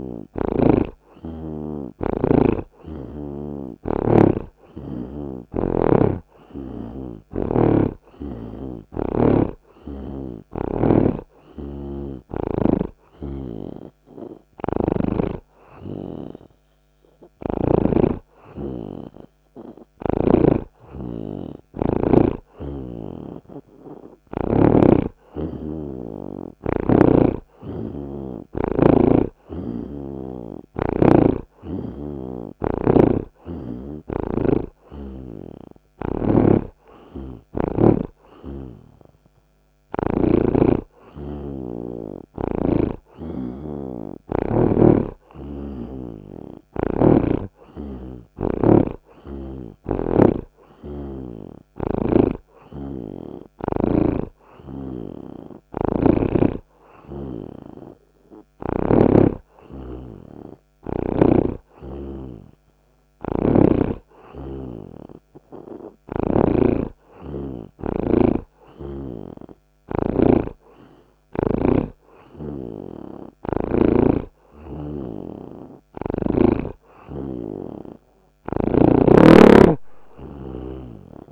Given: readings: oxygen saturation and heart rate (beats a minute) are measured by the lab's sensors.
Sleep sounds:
breathing in sleep by a microphone on the trachea; none
0.00-2.00 s: snoring (device-marked)
0.00-4.00 s: oxygen desaturation (device-marked, oxygen 84% before, 80% lowest)
4.00-10.50 s: snoring (device-marked)
34.00-46.00 s: oxygen desaturation (device-marked, oxygen 84% before, 80% lowest)
45.00-54.50 s: snoring (device-marked)
59.00-62.50 s: snoring (device-marked)
64.50-68.00 s: snoring (device-marked)
71.00-76.00 s: arousal
75.00-81.31 s: snoring (device-marked)
From the record:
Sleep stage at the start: N2 (light sleep); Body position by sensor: on the right side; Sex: male

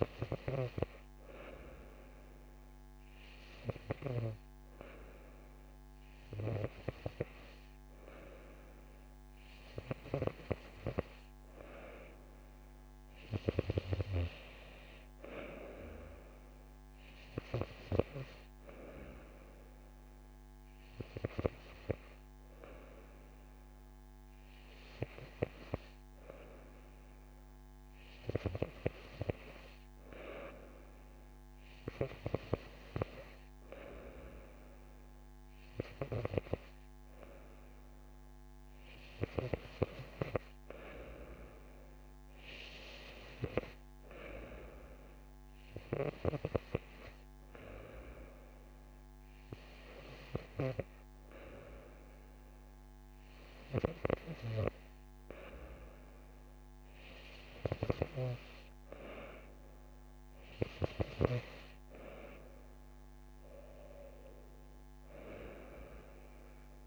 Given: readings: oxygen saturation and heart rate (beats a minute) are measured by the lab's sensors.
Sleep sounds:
breathing in sleep by a microphone on the trachea; none
none scored
From the record:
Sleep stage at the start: N2 (light sleep); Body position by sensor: on the right side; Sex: female

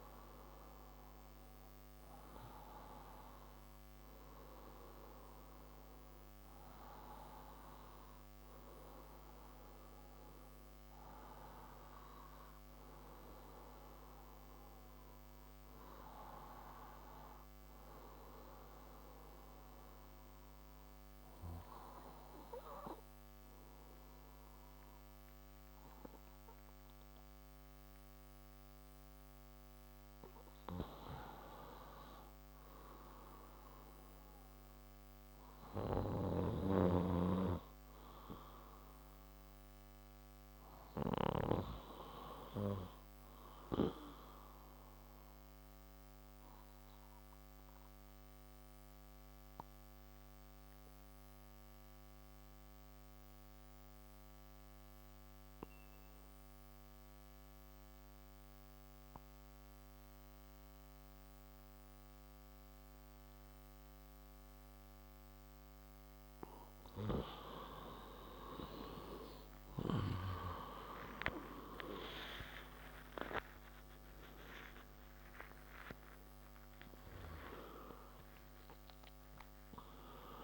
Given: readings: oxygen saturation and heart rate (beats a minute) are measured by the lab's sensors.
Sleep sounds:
breathing in sleep by a microphone on the trachea; 2
18.50-31.00 s: obstructive apnea (oxygen 96% before, 92% lowest)
33.50-37.00 s: arousal
45.00-66.00 s: obstructive apnea (oxygen 96% before, 91% lowest)
71.50-76.00 s: arousal
From the record:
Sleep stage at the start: N2 (light sleep); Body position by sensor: on the left side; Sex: male

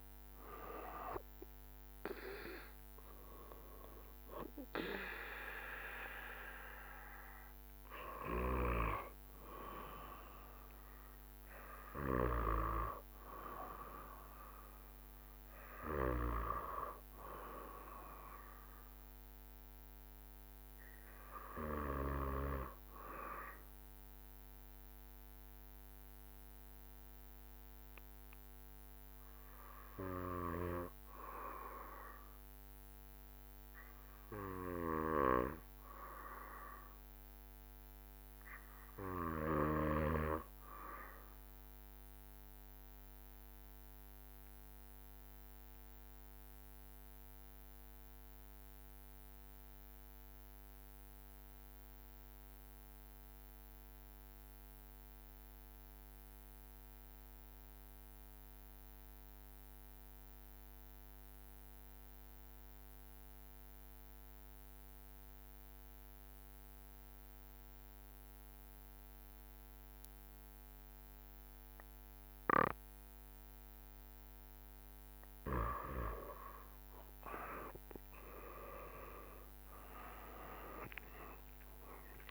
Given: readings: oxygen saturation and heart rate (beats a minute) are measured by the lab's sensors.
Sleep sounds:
breathing in sleep by a microphone on the trachea; 1
0.00-5.50 s: drop in pulse transit time (device-marked, heart rate 65 extreme)
23.00-75.00 s: obstructive apnea (oxygen 98% before, 88% lowest, heart rate 72 before, 66 extreme, up 11 after)
40.50-82.31 s: oxygen desaturation (device-marked, oxygen 97% before, 88% lowest, heart rate 69 before, 66 extreme)
78.50-82.31 s: arousal
79.50-82.31 s: drop in pulse transit time (device-marked, heart rate 69 before, 75 extreme)
From the record:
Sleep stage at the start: N2 (light sleep); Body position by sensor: on the back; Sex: male

